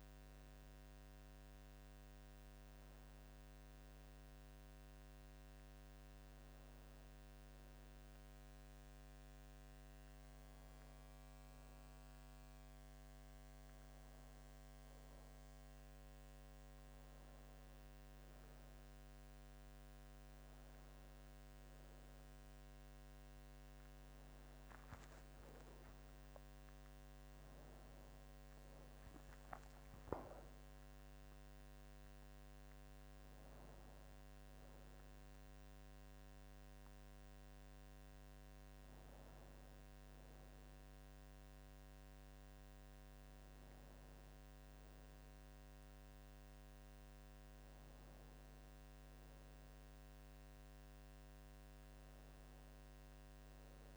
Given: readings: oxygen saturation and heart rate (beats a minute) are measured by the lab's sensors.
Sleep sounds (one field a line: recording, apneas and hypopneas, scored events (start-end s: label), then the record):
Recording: a person partly awake in a sleep study, hard to hear, by a microphone on the trachea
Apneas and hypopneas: none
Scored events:
34.00-53.96 s: new sleep stage, awake
From the record:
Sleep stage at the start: N2 (light sleep)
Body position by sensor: on the back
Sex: male